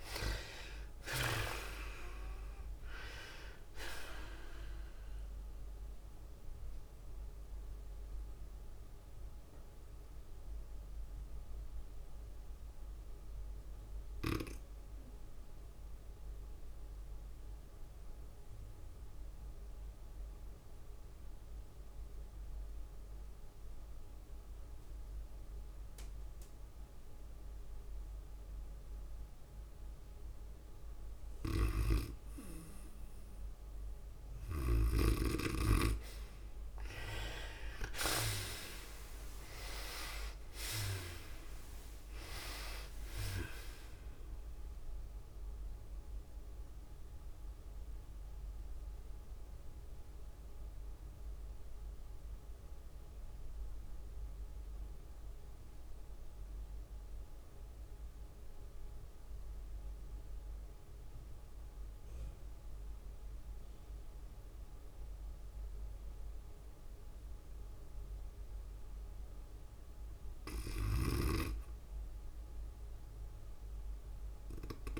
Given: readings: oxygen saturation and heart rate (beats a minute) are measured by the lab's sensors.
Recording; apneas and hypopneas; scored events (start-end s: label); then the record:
breathing in sleep by a room microphone; 2
0.00-13.50 s: drop in pulse transit time (device-marked, heart rate 87 extreme)
0.00-16.50 s: oxygen desaturation (device-marked, oxygen 47% lowest, heart rate 64 extreme)
0.00-23.50 s: tachycardia (device-marked, heart rate 119 extreme)
5.50-32.00 s: mixed apnea (oxygen 66% before, 47% lowest, heart rate 81 before, 73 extreme, up 31 after)
18.50-55.50 s: oxygen desaturation (device-marked, oxygen 97% before, 60% lowest, heart rate 110 before, 73 extreme)
26.00-28.00 s: long interval between heartbeats (device-marked, heart rate 113 before, 95 extreme)
32.00-35.50 s: snoring (device-marked)
35.50-65.50 s: tachycardia (device-marked, heart rate 98 before, 117 extreme)
38.50-53.50 s: drop in pulse transit time (device-marked, heart rate 95 before, 102 extreme)
39.00-42.50 s: arousal
47.50-70.50 s: obstructive apnea (oxygen 97% before, 62% lowest, heart rate 98 before, 96 extreme, up 1 after)
57.50-75.00 s: oxygen desaturation (device-marked, oxygen 98% before, 63% lowest, heart rate 111 before, 96 extreme)
From the record:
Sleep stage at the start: REM sleep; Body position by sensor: on the back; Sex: female